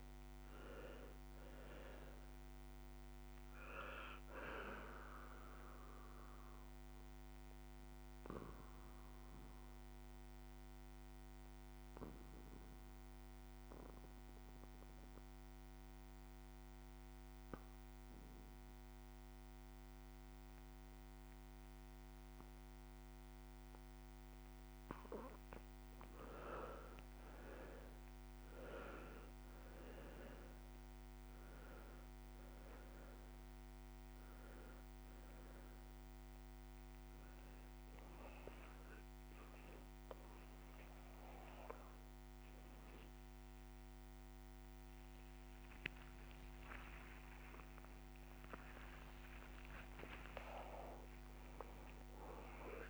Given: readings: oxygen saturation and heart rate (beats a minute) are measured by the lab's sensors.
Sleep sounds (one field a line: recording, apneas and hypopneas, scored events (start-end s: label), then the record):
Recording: breathing in sleep by a microphone on the trachea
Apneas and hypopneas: 1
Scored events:
0.00-19.00 s: oxygen desaturation (device-marked, oxygen 89% lowest)
5.00-23.50 s: obstructive apnea (oxygen 96% before, 89% lowest, heart rate 74 before, 37 extreme, up 7 after)
26.00-29.00 s: arousal
26.00-49.00 s: oxygen desaturation (device-marked, oxygen 97% before, 89% lowest, heart rate 83 before, 80 extreme)
43.00-52.90 s: new sleep stage, N1 (lightest sleep)
51.50-52.90 s: arousal
From the record:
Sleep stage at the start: N2 (light sleep)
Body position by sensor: on the back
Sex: male